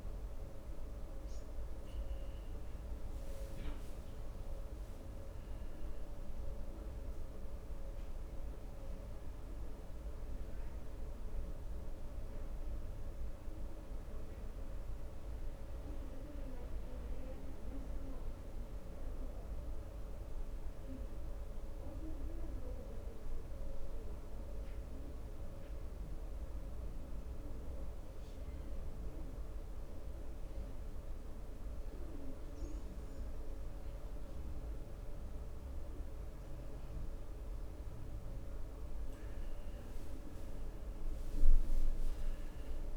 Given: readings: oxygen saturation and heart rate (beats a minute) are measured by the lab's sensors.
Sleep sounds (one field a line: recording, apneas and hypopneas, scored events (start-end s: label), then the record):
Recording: breathing in sleep, hard to hear, by a room microphone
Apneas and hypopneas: 1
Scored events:
9.50-13.50 s: arousal
10.50-31.50 s: oxygen desaturation (device-marked, oxygen 96% before, 93% lowest, heart rate 65 before, 63 extreme)
20.50-32.50 s: hypopnea (oxygen 96% before, 92% lowest, heart rate 65 before, 63 extreme, up 5 after)
35.00-38.00 s: arousal
From the record:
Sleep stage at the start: N2 (light sleep)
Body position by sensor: on the back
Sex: male